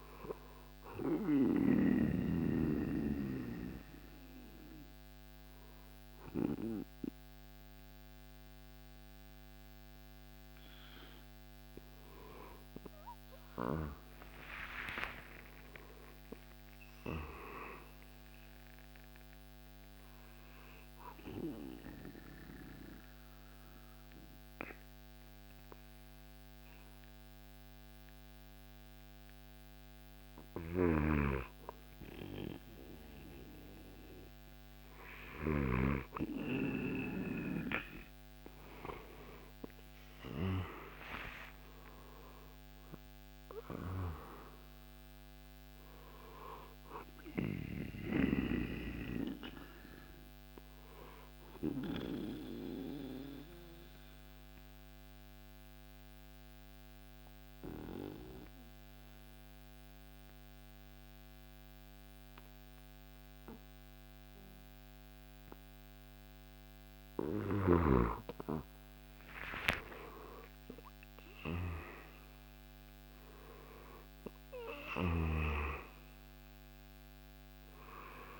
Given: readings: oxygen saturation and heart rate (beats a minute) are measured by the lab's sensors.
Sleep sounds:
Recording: breathing in sleep by a microphone on the trachea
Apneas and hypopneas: 2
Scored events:
0.00-7.50 s: drop in pulse transit time (device-marked, heart rate 62 extreme)
0.00-16.50 s: oxygen desaturation (device-marked, oxygen 88% lowest, heart rate 52 extreme)
14.00-18.50 s: arousal
19.50-36.50 s: hypopnea (oxygen 94% before, 88% lowest, heart rate 67 before, 58 extreme, up 22 after)
30.50-36.00 s: snoring (device-marked)
39.00-42.50 s: arousal
41.50-53.50 s: drop in pulse transit time (device-marked, heart rate 62 before, 58 extreme)
47.50-65.50 s: oxygen desaturation (device-marked, oxygen 96% before, 89% lowest, heart rate 68 before, 58 extreme)
52.50-67.50 s: mixed apnea (oxygen 97% before, 88% lowest, heart rate 68 before, 59 extreme, up 8 after)
68.50-73.00 s: arousal
71.50-78.40 s: drop in pulse transit time (device-marked, heart rate 61 before, 59 extreme)
73.50-78.40 s: oxygen desaturation (device-marked, oxygen 98% before, 89% lowest, heart rate 62 before, 59 extreme)
From the record:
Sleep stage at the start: N2 (light sleep)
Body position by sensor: on the back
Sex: male

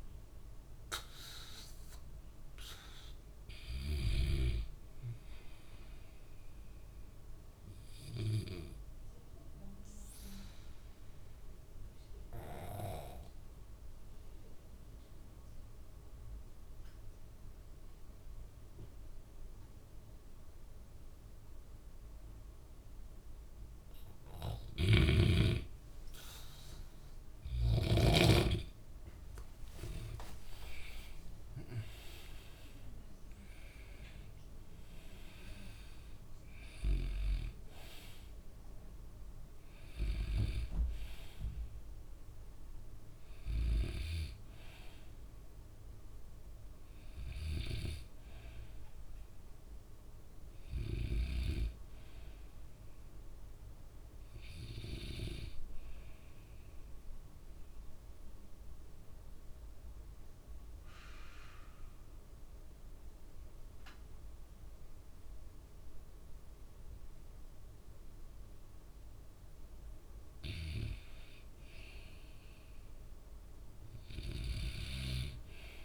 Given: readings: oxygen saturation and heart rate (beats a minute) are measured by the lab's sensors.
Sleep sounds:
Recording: breathing in sleep by a room microphone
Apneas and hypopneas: 2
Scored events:
0.00-9.00 s: oxygen desaturation (device-marked, oxygen 92% lowest, heart rate 64 extreme)
8.00-24.50 s: obstructive apnea (oxygen 97% before, 90% lowest, heart rate 68 before, 63 extreme, up 6 after)
26.50-29.50 s: arousal
28.00-53.00 s: oxygen desaturation (device-marked, oxygen 97% before, 90% lowest, heart rate 68 before, 58 extreme)
53.00-55.50 s: arousal
57.00-70.00 s: obstructive apnea (oxygen 98% before, 92% lowest, heart rate 66 before, 58 extreme, up 5 after)
73.50-75.85 s: arousal
From the record:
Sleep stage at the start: N2 (light sleep)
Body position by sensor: on the back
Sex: male

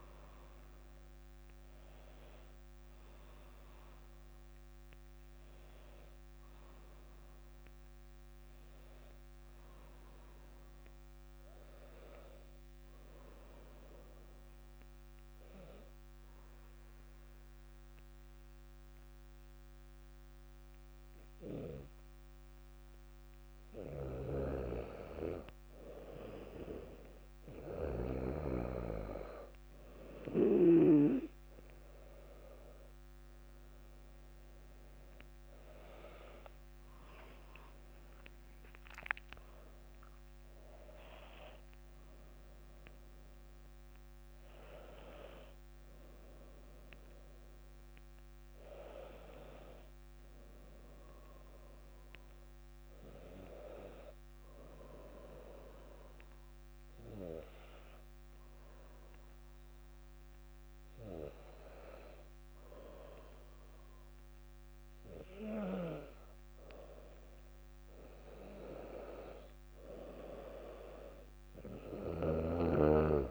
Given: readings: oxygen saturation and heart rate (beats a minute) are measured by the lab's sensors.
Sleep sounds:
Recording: breathing in sleep by a microphone on the trachea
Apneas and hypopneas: 2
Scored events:
0.00-11.00 s: oxygen desaturation (device-marked, oxygen 96% lowest, heart rate 58 extreme)
13.00-23.00 s: central apnea (oxygen 99% before, 94% lowest, heart rate 64 before, 58 extreme, up 0 after)
31.50-38.00 s: arousal
33.00-46.00 s: oxygen desaturation (device-marked, oxygen 99% before, 94% lowest, heart rate 59 before, 57 extreme)
52.50-65.00 s: hypopnea (oxygen 99% before, 96% lowest, heart rate 60 before, 58 extreme, up 0 after)
67.00-71.00 s: arousal
From the record:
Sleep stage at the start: N2 (light sleep)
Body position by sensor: on the back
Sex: female

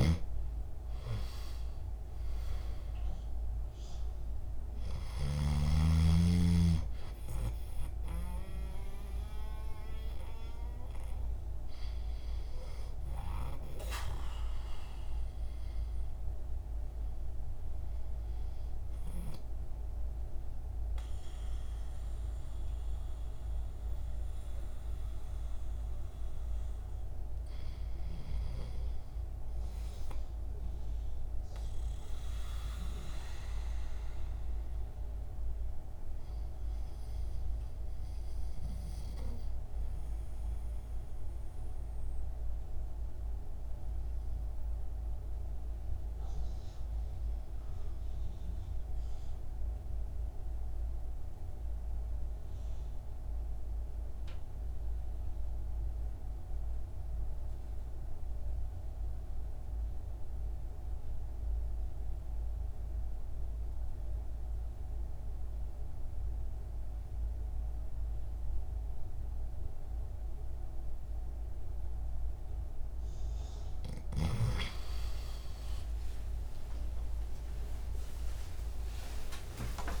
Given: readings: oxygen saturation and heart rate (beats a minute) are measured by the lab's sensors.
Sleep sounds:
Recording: breathing in sleep by a room microphone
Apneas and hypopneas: 1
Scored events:
0.00-5.50 s: snoring (device-marked)
6.50-25.50 s: oxygen desaturation (device-marked, oxygen 92% before, 85% lowest, heart rate 68 before, 57 extreme)
39.50-74.00 s: obstructive apnea (oxygen 99% before, 82% lowest, heart rate 63 before, 57 extreme)
64.50-80.00 s: oxygen desaturation (device-marked, oxygen 97% before, 87% lowest, heart rate 59 before, 58 extreme)
68.50-80.00 s: new sleep stage, N1 (lightest sleep)
76.50-80.00 s: arousal
From the record:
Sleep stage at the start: REM sleep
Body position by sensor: on the back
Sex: male

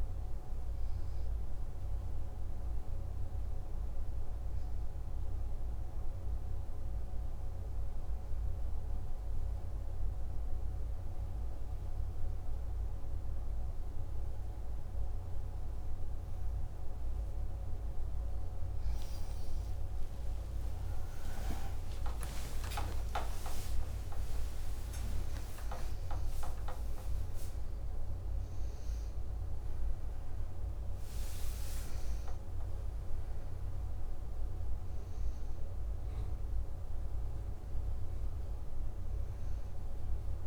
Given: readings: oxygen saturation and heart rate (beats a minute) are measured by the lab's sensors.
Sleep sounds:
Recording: breathing in sleep, hard to hear, by a room microphone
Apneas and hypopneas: none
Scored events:
20.50-27.50 s: arousal
23.00-25.00 s: long interval between heartbeats (device-marked, heart rate 60 before, 77 extreme)
24.50-40.47 s: new sleep stage, N2 (light sleep)
From the record:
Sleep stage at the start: N3 (deep sleep)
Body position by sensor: on the left side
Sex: male

